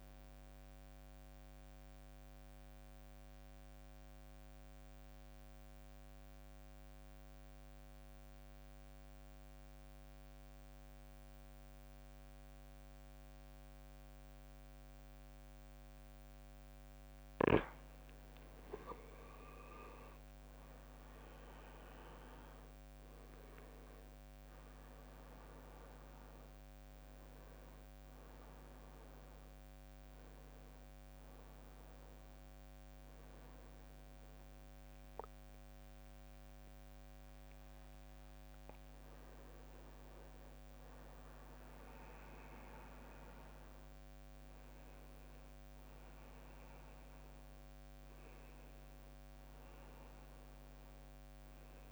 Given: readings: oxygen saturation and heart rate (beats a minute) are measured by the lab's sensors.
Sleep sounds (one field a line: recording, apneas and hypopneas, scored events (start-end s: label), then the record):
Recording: breathing in sleep, hard to hear, by a microphone on the trachea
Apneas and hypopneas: 1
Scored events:
1.00-17.00 s: central apnea (oxygen 99% before, 91% lowest, heart rate 64 before, 58 extreme, up 13 after)
16.50-38.50 s: oxygen desaturation (device-marked, oxygen 99% before, 91% lowest, heart rate 61 before, 63 extreme)
19.00-23.50 s: arousal
19.50-22.50 s: leg movement (device-marked)
34.50-40.50 s: leg movement (device-marked)
35.50-50.50 s: drop in pulse transit time (device-marked, heart rate 66 before, 64 extreme)
48.50-51.92 s: arousal
From the record:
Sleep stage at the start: N2 (light sleep)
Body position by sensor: on the back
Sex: male